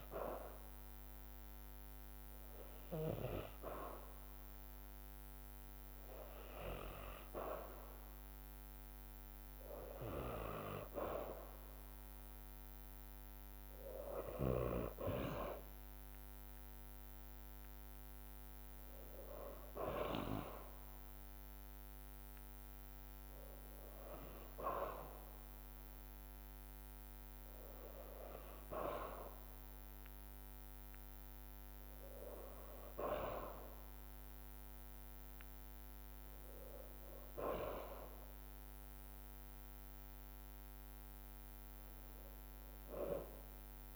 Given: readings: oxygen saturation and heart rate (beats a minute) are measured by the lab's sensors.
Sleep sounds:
breathing in sleep by a microphone on the trachea; none
0.00-2.00 s: oxygen desaturation (device-marked, oxygen 89% lowest, heart rate 54 extreme)
2.50-8.00 s: arousal
14.00-26.00 s: drop in pulse transit time (device-marked, heart rate 55 before, 57 extreme)
38.00-42.00 s: arousal
40.00-43.96 s: drop in pulse transit time (device-marked, heart rate 56 before, 52 extreme)
From the record:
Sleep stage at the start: N2 (light sleep); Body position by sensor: on the back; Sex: female

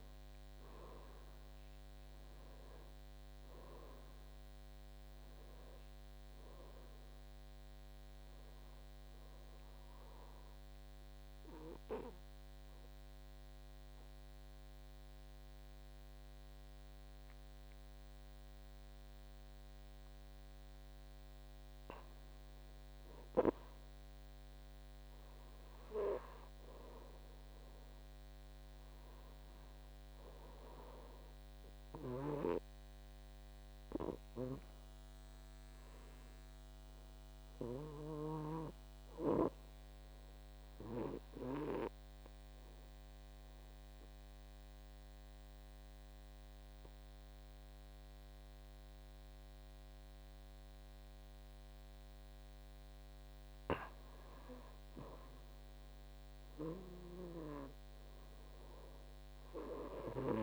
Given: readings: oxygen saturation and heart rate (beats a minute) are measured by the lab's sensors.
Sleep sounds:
breathing in sleep by a microphone on the trachea; 2
0.00-22.00 s: oxygen desaturation (device-marked, oxygen 92% lowest, heart rate 52 extreme)
10.00-22.50 s: obstructive apnea (oxygen 96% before, 88% lowest, heart rate 60 before, 52 extreme, up 6 after)
25.50-29.00 s: arousal
41.50-54.00 s: obstructive apnea (oxygen 98% before, 84% lowest, heart rate 57 before, 56 extreme, up 7 after)
56.50-60.00 s: arousal
From the record:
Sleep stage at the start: N2 (light sleep); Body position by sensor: on the back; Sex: male

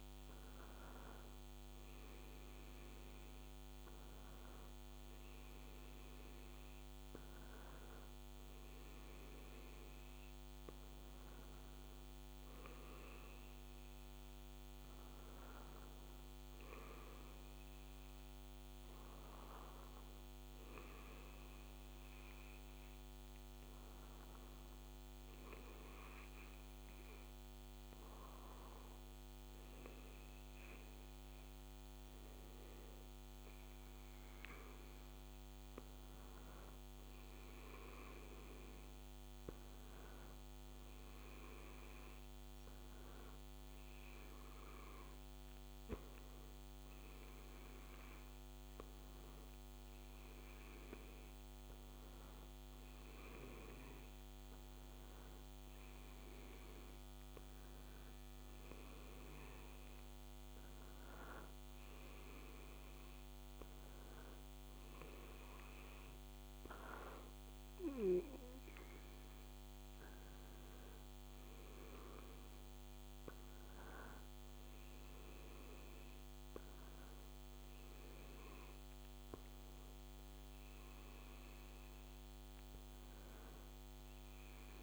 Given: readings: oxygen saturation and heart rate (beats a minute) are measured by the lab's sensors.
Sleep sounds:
breathing in sleep, hard to hear, by a microphone on the trachea; none
none scored
From the record:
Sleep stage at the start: N2 (light sleep); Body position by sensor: on the back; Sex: male

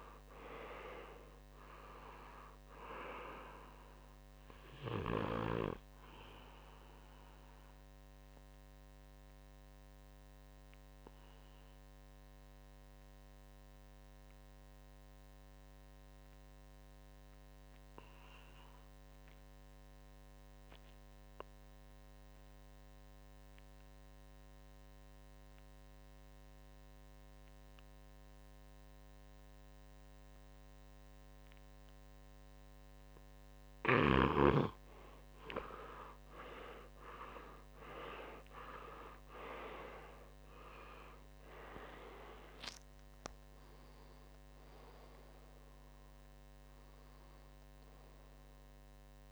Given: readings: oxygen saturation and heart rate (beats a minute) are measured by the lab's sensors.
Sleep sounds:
breathing in sleep by a microphone on the trachea; 1
0.00-1.00 s: arousal
0.00-22.50 s: oxygen desaturation (device-marked, oxygen 90% lowest, heart rate 60 extreme)
7.00-31.50 s: obstructive apnea (oxygen 98% before, 90% lowest, heart rate 66 before, 60 extreme, up 7 after)
32.50-49.32 s: oxygen desaturation (device-marked, oxygen 99% before, 90% lowest, heart rate 63 before, 60 extreme)
34.50-39.00 s: arousal
From the record:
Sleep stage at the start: N2 (light sleep); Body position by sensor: on the back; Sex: male

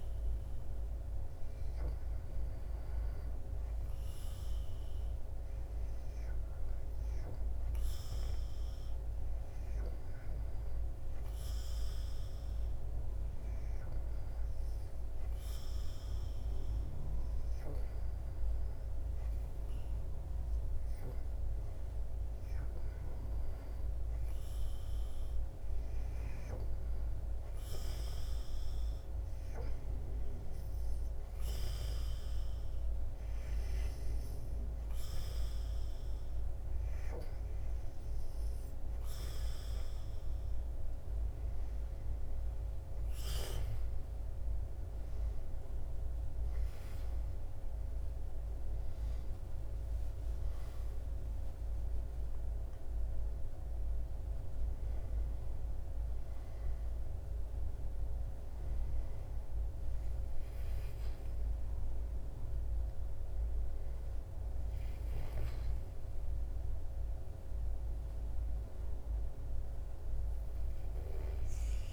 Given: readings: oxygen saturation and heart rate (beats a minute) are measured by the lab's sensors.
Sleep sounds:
breathing in sleep, hard to hear, by a room microphone; 1
0.00-5.50 s: oxygen desaturation (device-marked, oxygen 92% lowest, heart rate 79 extreme)
14.00-27.00 s: hypopnea (oxygen 95% before, 92% lowest, heart rate 82 before, 79 extreme, up 4 after)
29.50-71.93 s: new sleep stage, N2 (light sleep)
46.00-51.00 s: arousal
From the record:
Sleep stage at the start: REM sleep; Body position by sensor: on the back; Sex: male

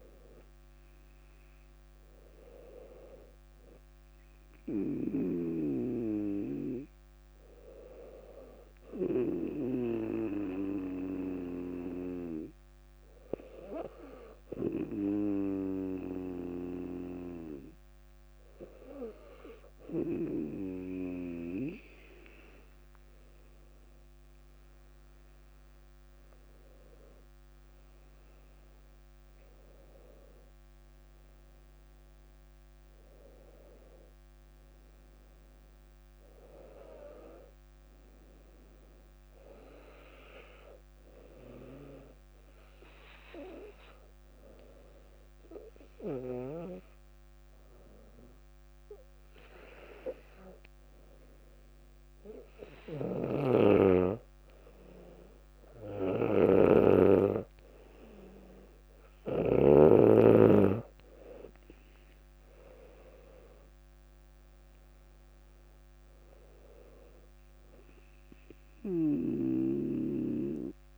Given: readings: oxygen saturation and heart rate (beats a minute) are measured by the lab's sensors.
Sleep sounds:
breathing in sleep by a microphone on the trachea; 2
9.00-21.50 s: hypopnea (oxygen 98% before, 96% lowest, heart rate 61 before, 58 extreme, up 4 after)
24.50-28.50 s: arousal
39.50-53.00 s: hypopnea (oxygen 98% before, 96% lowest, heart rate 61 before, 59 extreme, up 3 after)
53.00-60.00 s: snoring (device-marked)
63.50-67.50 s: arousal
65.50-70.98 s: new sleep stage, N1 (lightest sleep)
From the record:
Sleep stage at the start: N2 (light sleep); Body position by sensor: on the back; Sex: female

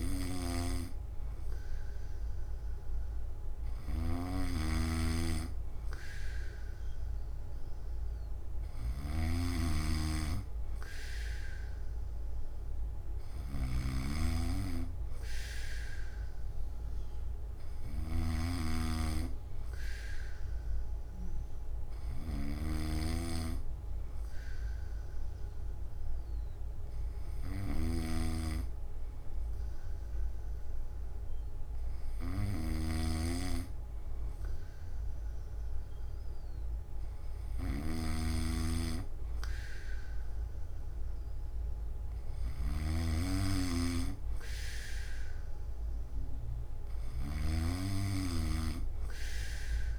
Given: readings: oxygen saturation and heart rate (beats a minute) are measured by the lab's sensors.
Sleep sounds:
breathing in sleep by a room microphone; none
0.00-49.99 s: snoring (device-marked)
From the record:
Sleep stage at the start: N3 (deep sleep); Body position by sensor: on the back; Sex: male

